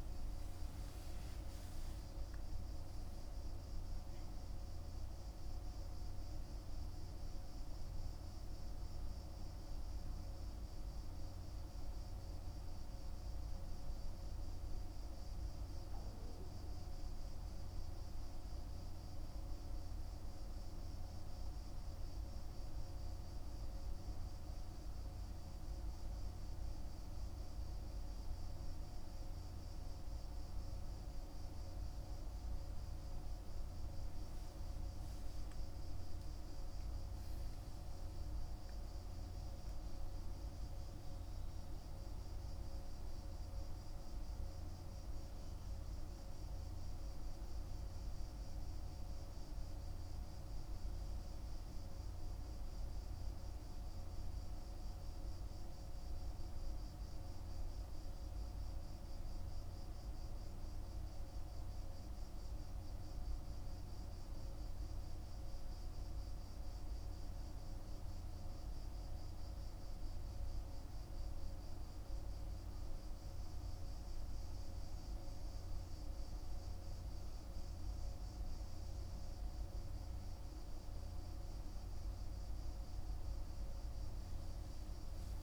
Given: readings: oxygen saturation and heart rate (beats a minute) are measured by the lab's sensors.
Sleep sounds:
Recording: breathing in sleep, hard to hear, by a room microphone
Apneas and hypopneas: none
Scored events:
83.00-85.43 s: new sleep stage, N1 (lightest sleep)
From the record:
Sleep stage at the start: N2 (light sleep)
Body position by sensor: on the back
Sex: male

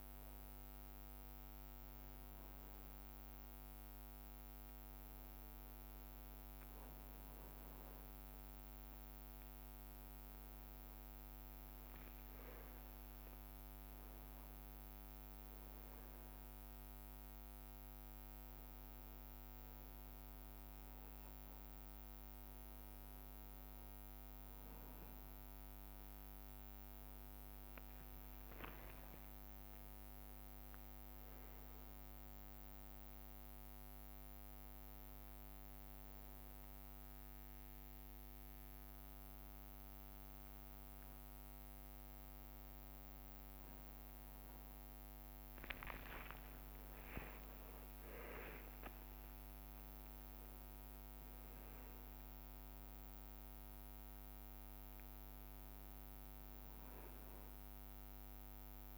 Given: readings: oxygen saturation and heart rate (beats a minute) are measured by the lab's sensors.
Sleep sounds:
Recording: a person awake in a sleep study, hard to hear, by a microphone on the trachea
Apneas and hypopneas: none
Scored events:
0.00-1.00 s: drop in pulse transit time (device-marked, heart rate 65 extreme)
11.50-18.00 s: leg movement (device-marked)
12.50-14.50 s: long interval between heartbeats (device-marked, heart rate 66 before, 70 extreme)
29.00-38.00 s: leg movement (device-marked)
32.00-47.00 s: drop in pulse transit time (device-marked, heart rate 70 before, 65 extreme)
44.00-50.00 s: tachycardia (device-marked, heart rate 48 before, 130 extreme)
46.50-52.50 s: leg movement (device-marked)
47.50-49.50 s: long interval between heartbeats (device-marked, heart rate 71 before, 106 extreme)
From the record:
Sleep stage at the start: awake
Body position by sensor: on the back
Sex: male

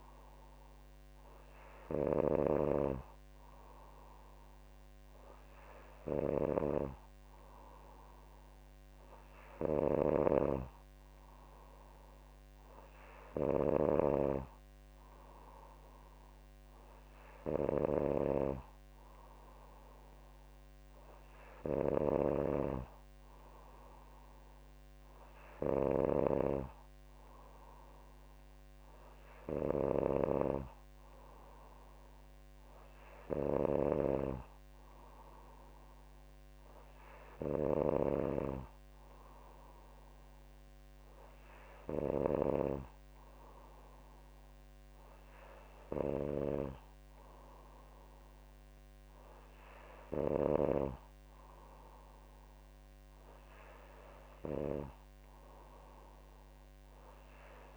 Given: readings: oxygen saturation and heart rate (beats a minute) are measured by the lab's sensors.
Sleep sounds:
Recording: breathing in sleep by a microphone on the trachea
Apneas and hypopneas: none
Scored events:
none scored
From the record:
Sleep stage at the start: N2 (light sleep)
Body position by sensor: on the back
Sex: female

